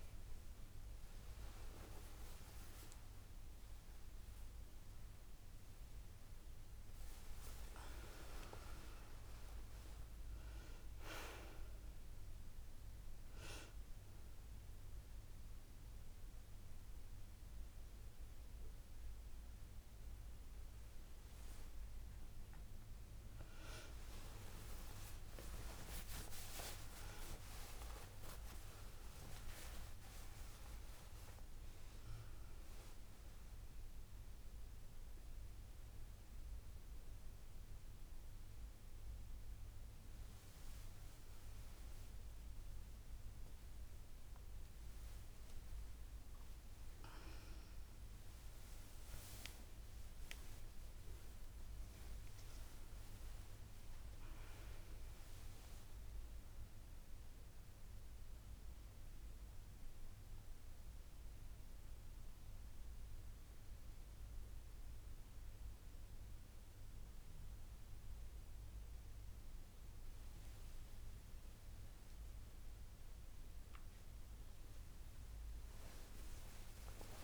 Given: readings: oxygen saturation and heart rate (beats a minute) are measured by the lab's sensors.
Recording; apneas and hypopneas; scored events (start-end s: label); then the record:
a person awake in a sleep study, by a room microphone; none
9.00-11.00 s: long interval between heartbeats (device-marked, heart rate 117 before, 90 extreme)
10.50-12.50 s: tachycardia (device-marked, heart rate 84 before, 100 extreme)
22.50-31.50 s: tachycardia (device-marked, heart rate 84 before, 140 extreme)
26.50-28.50 s: long interval between heartbeats (device-marked, heart rate 90 before, 120 extreme)
28.50-30.50 s: long interval between heartbeats (device-marked, heart rate 93 before, 127 extreme)
54.50-66.50 s: oxygen desaturation (device-marked, oxygen 99% before, 96% lowest, heart rate 84 before, 75 extreme)
56.50-68.50 s: drop in pulse transit time (device-marked, heart rate 83 before, 77 extreme)
From the record:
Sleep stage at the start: awake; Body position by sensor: on the back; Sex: female